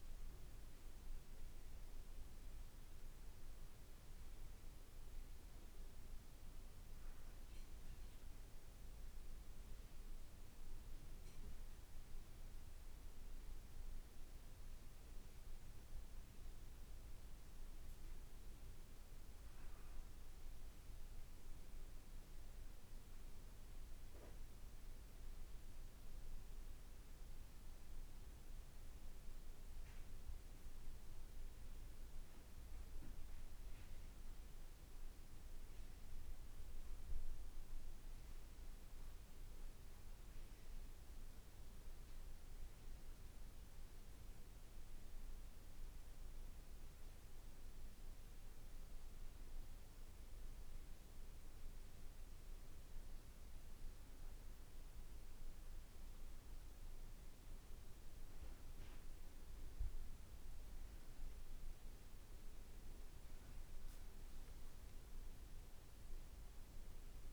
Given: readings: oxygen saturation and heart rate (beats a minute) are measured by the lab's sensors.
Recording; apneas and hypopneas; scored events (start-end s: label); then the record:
breathing in sleep, hard to hear, by a room microphone; 1
0.00-9.50 s: oxygen desaturation (device-marked, oxygen 90% lowest, heart rate 56 extreme)
11.00-15.50 s: arousal
18.00-29.50 s: hypopnea (oxygen 96% before, 92% lowest, heart rate 57 before, 57 extreme, up 1 after)
32.50-36.50 s: arousal
54.50-67.33 s: new sleep stage, N1 (lightest sleep)
From the record:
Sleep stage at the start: N2 (light sleep); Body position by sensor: on the back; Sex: male